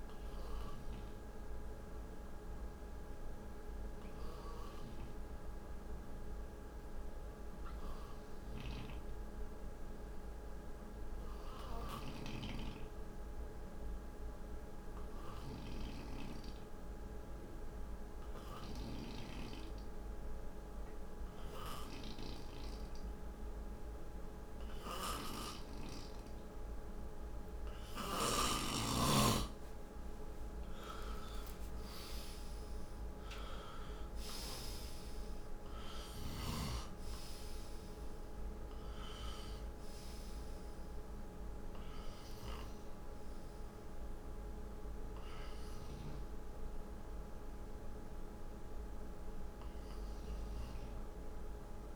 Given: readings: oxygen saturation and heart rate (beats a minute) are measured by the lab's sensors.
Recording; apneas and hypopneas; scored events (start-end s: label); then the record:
breathing in sleep by a room microphone; 1
1.00-24.50 s: hypopnea (oxygen 92% before, 88% lowest, heart rate 63 before, 57 extreme, up 6 after)
26.00-30.50 s: arousal
39.50-51.96 s: oxygen desaturation (device-marked, oxygen 94% before, 88% lowest, heart rate 65 before, 57 extreme)
From the record:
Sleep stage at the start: N2 (light sleep); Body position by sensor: on the right side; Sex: male